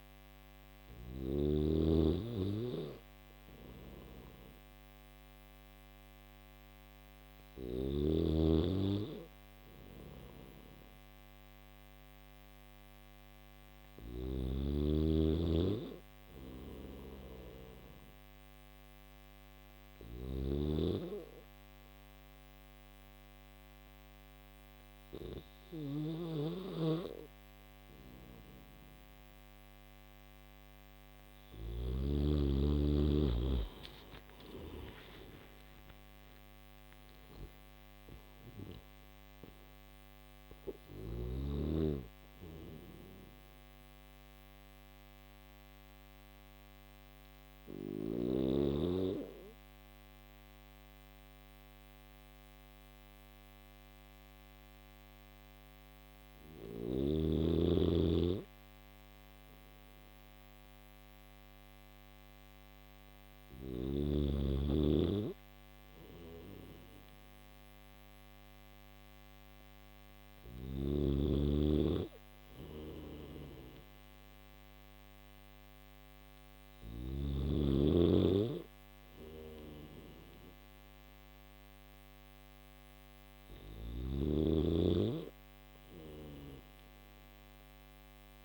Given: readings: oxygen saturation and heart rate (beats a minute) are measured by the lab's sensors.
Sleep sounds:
breathing in sleep by a microphone on the trachea; none
13.50-31.50 s: snoring (device-marked)
52.50-88.45 s: new sleep stage, N1 (lightest sleep)
70.00-76.50 s: snoring (device-marked)
83.00-88.45 s: snoring (device-marked)
From the record:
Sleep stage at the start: N3 (deep sleep); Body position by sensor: on the back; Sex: male

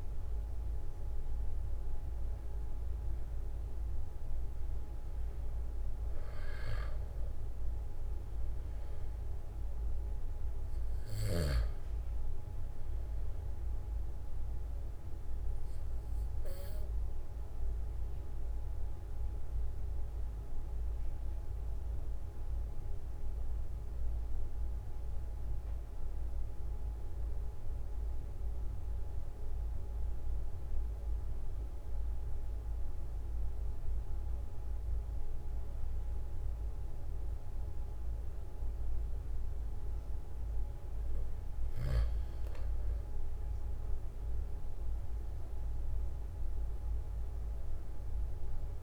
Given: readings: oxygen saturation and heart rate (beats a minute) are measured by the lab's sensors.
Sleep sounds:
breathing in sleep, hard to hear, by a room microphone; 1
0.00-2.50 s: arousal
15.50-41.00 s: obstructive apnea (oxygen 96% before, 91% lowest, heart rate 46 before, 43 extreme, up 3 after)
43.50-47.00 s: arousal
From the record:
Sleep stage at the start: N2 (light sleep); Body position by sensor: on the back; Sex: male

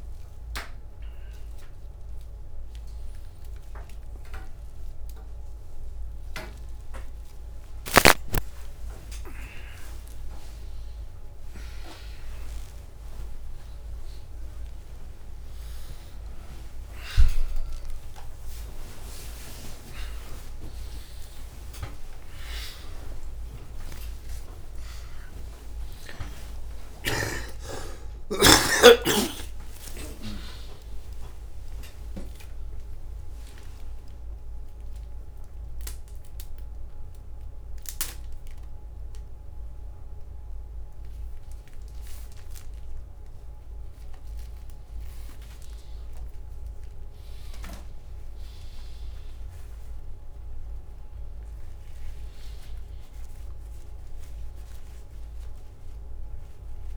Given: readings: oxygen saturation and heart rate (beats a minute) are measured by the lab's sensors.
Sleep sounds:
a person awake in a sleep study, by a room microphone; none
0.00-23.00 s: tachycardia (device-marked, heart rate 209 extreme)
From the record:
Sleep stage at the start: awake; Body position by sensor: on the right side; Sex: male

